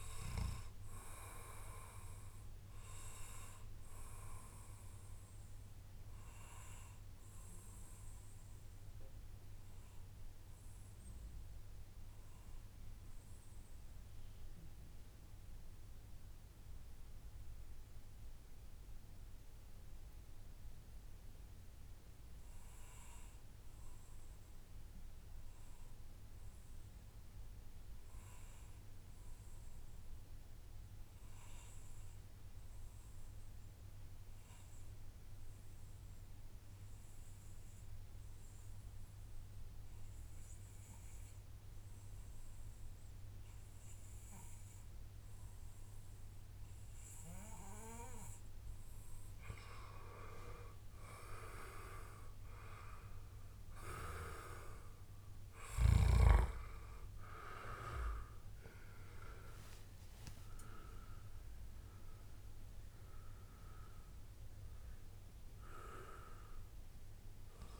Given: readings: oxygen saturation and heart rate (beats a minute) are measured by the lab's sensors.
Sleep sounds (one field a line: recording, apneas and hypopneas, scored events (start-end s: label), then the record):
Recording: breathing in sleep by a room microphone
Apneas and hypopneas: 1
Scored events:
4.00-6.00 s: long interval between heartbeats (device-marked, heart rate 113 before, 97 extreme)
6.00-46.50 s: mixed apnea (oxygen 98% before, 92% lowest, heart rate 112 before, 97 extreme, up 27 after)
7.50-9.50 s: long interval between heartbeats (device-marked, heart rate 112 before, 106 extreme)
24.00-26.00 s: long interval between heartbeats (device-marked, heart rate 107 before, 114 extreme)
36.50-38.50 s: long interval between heartbeats (device-marked, heart rate 108 before, 107 extreme)
42.50-44.50 s: long interval between heartbeats (device-marked, heart rate 108 before, 105 extreme)
47.00-64.00 s: oxygen desaturation (device-marked, oxygen 97% before, 92% lowest, heart rate 106 before, 106 extreme)
53.50-59.00 s: arousal
From the record:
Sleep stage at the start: N2 (light sleep)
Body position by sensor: on the back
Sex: male